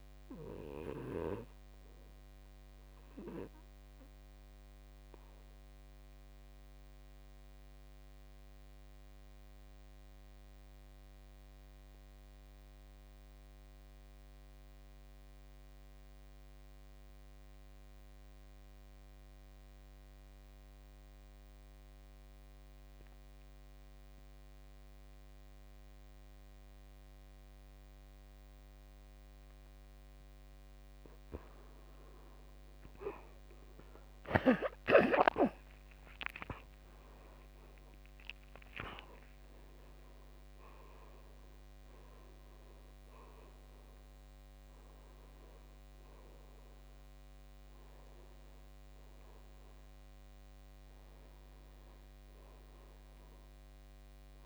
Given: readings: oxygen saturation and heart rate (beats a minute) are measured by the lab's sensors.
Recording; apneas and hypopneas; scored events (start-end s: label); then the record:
breathing in sleep by a microphone on the trachea; 1
1.00-30.00 s: obstructive apnea (oxygen 99% before, 80% lowest, heart rate 59 before, 57 extreme, up 12 after)
10.00-19.00 s: oxygen desaturation (device-marked, oxygen 95% before, 92% lowest, heart rate 61 before, 58 extreme)
29.00-54.46 s: oxygen desaturation (device-marked, oxygen 97% before, 80% lowest, heart rate 59 before, 58 extreme)
33.00-54.46 s: new sleep stage, N1 (lightest sleep)
33.50-38.00 s: arousal
From the record:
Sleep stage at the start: N2 (light sleep); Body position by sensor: on the back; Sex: male